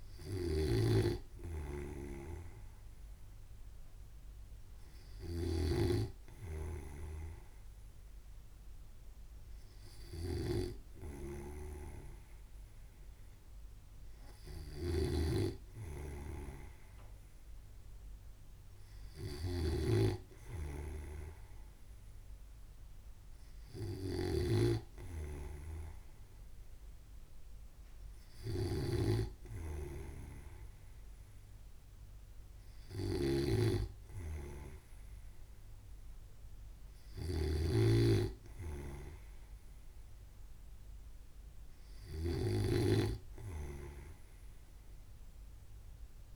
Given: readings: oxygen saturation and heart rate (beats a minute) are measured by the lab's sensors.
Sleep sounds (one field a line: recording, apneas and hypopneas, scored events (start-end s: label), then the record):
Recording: breathing in sleep by a room microphone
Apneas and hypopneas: none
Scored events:
0.00-46.36 s: snoring (device-marked)
From the record:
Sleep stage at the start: N2 (light sleep)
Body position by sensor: on the right side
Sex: male